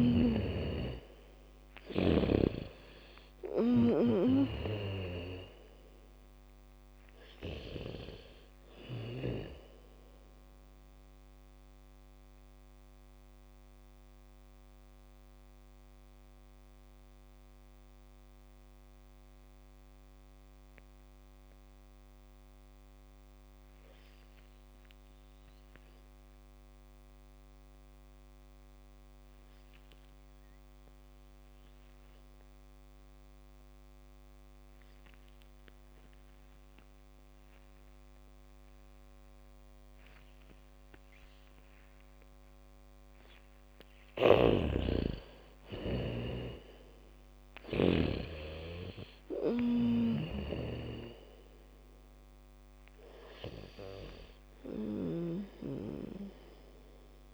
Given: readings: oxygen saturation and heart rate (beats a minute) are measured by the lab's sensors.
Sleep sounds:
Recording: breathing in sleep by a microphone on the trachea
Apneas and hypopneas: 1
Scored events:
0.00-2.50 s: snoring (device-marked)
0.00-3.50 s: arousal
0.00-6.00 s: bradycardia (device-marked, heart rate 34 extreme)
0.00-25.00 s: oxygen desaturation (device-marked, oxygen 81% lowest, heart rate 34 extreme)
12.00-45.00 s: mixed apnea (oxygen 99% before, 81% lowest, heart rate 55 before, 44 extreme, up 5 after)
39.00-57.34 s: oxygen desaturation (device-marked, oxygen 99% before, 82% lowest, heart rate 73 before, 37 extreme)
40.00-49.00 s: bradycardia (device-marked, heart rate 69 before, 44 extreme)
44.50-48.50 s: snoring (device-marked)
46.50-50.50 s: arousal
50.50-55.50 s: snoring (device-marked)
From the record:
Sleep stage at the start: N2 (light sleep)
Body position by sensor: on the back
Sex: female

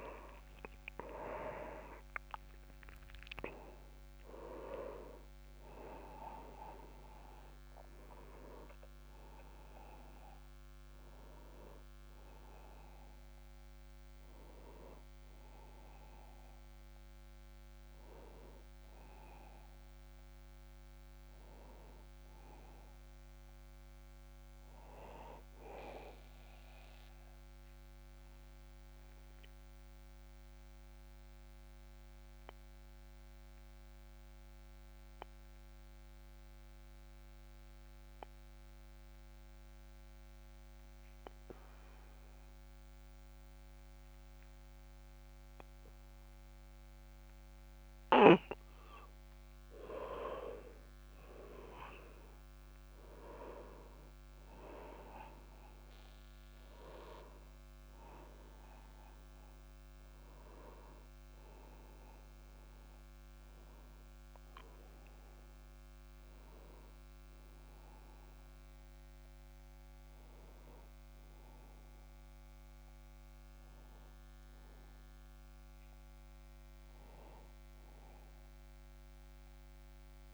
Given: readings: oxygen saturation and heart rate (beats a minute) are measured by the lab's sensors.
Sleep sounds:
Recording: breathing in sleep by a microphone on the trachea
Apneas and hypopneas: 1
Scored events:
0.00-1.00 s: arousal
0.00-28.50 s: oxygen desaturation (device-marked, oxygen 91% lowest)
25.50-80.34 s: new sleep stage, N2 (light sleep)
26.00-49.00 s: obstructive apnea (oxygen 96% before, 94% lowest)
51.00-53.50 s: arousal
54.50-80.34 s: oxygen desaturation (device-marked, oxygen 99% before, 94% lowest, heart rate 55 before, 27 extreme)
From the record:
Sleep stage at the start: N1 (lightest sleep)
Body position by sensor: on the back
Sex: male

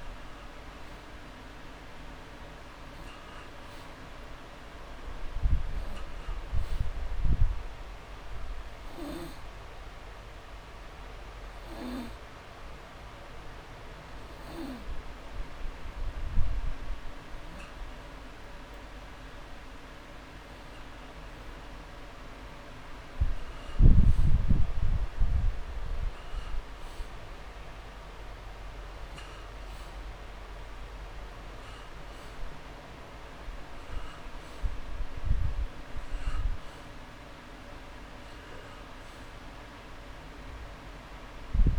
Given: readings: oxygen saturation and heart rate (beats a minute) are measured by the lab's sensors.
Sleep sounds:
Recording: breathing in sleep, hard to hear, by a room microphone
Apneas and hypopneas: 1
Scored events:
0.00-1.50 s: oxygen desaturation (device-marked, oxygen 83% lowest)
2.50-4.50 s: long interval between heartbeats (device-marked)
8.50-18.50 s: hypopnea (oxygen 99% before, 92% lowest)
9.50-11.50 s: long interval between heartbeats (device-marked)
19.50-21.50 s: long interval between heartbeats (device-marked)
22.00-26.00 s: arousal
25.50-34.50 s: drop in pulse transit time (device-marked)
26.00-28.00 s: long interval between heartbeats (device-marked)
29.50-31.50 s: long interval between heartbeats (device-marked)
From the record:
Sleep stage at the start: N2 (light sleep)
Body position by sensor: on the back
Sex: male

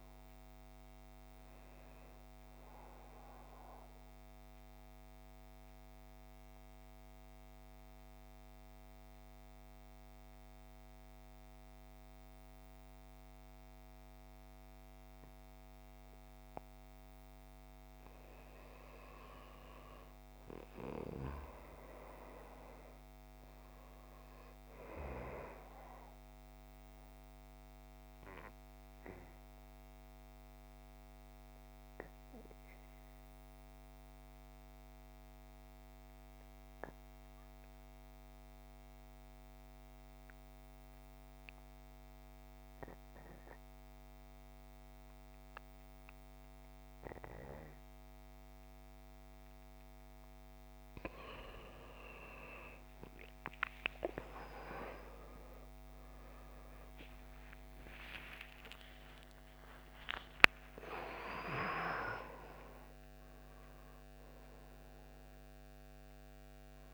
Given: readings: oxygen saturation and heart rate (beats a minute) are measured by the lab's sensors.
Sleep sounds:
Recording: breathing in sleep by a microphone on the trachea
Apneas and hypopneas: 2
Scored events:
0.00-11.00 s: oxygen desaturation (device-marked, oxygen 87% lowest, heart rate 50 extreme)
3.50-16.00 s: central apnea (oxygen 96% before, 84% lowest, heart rate 69 before, 50 extreme, up 8 after)
18.00-22.00 s: arousal
26.00-50.50 s: mixed apnea (oxygen 97% before, 84% lowest, heart rate 54 before, 55 extreme, up 20 after)
28.00-42.00 s: oxygen desaturation (device-marked, oxygen 97% before, 92% lowest, heart rate 54 before, 55 extreme)
50.00-66.93 s: oxygen desaturation (device-marked, oxygen 96% before, 84% lowest, heart rate 56 before, 56 extreme)
55.00-60.50 s: arousal
From the record:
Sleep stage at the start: N2 (light sleep)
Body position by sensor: on the back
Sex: male

